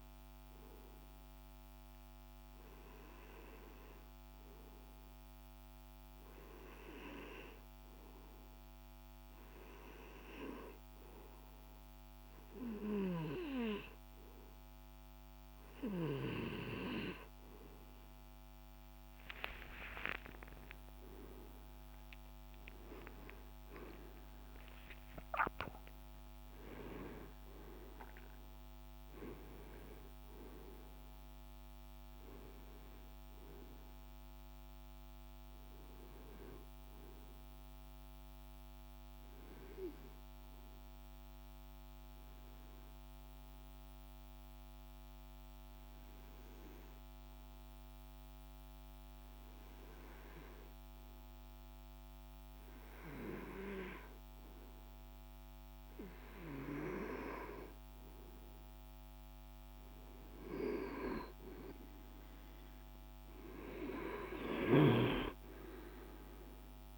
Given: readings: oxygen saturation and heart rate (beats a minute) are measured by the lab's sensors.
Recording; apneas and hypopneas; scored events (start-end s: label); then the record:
breathing in sleep by a microphone on the trachea; 2
1.50-15.50 s: hypopnea (oxygen 96% before, 91% lowest, heart rate 53 before, 54 extreme, up 31 after)
18.50-24.00 s: arousal
29.50-34.50 s: oxygen desaturation (device-marked, oxygen 94% before, 91% lowest, heart rate 65 before, 52 extreme)
38.00-56.00 s: hypopnea (oxygen 95% before, 91% lowest, heart rate 67 before, 52 extreme, up 1 after)
58.00-62.50 s: arousal
59.50-66.98 s: oxygen desaturation (device-marked, oxygen 97% before, 91% lowest, heart rate 52 before, 51 extreme)
From the record:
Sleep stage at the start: N2 (light sleep); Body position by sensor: on the back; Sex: male